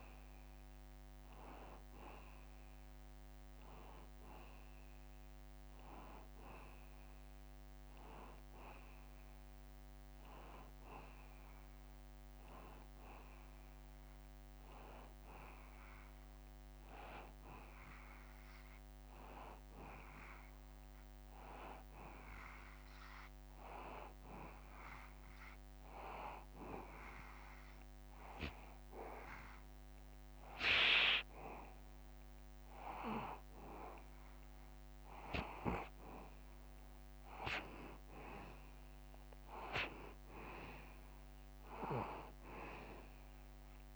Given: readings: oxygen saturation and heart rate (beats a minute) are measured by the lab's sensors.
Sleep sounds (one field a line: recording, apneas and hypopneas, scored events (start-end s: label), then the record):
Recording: breathing in sleep by a microphone on the trachea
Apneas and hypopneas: 1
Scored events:
27.50-37.50 s: hypopnea (oxygen 93% before, 90% lowest, heart rate 81 before, 79 extreme, up 0 after)
41.50-43.96 s: arousal
From the record:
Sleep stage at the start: N2 (light sleep)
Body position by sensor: on the back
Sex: male